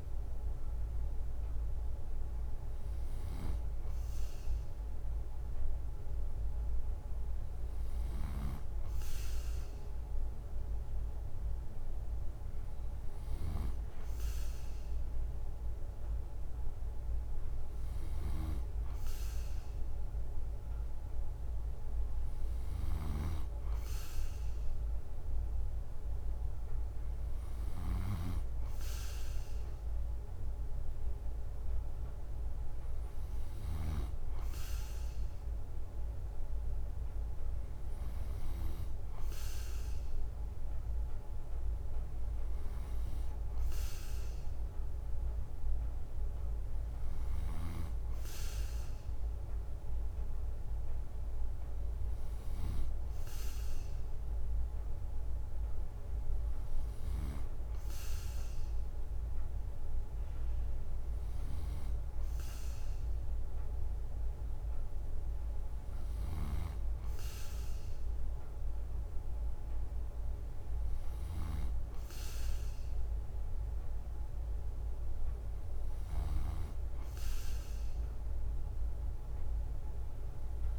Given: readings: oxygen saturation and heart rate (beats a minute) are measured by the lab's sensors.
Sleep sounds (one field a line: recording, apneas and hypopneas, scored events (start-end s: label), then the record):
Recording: breathing in sleep, hard to hear, by a room microphone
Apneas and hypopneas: none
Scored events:
7.50-38.50 s: snoring (device-marked)
66.00-76.00 s: snoring (device-marked)
From the record:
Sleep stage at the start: N2 (light sleep)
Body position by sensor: on the right side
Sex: male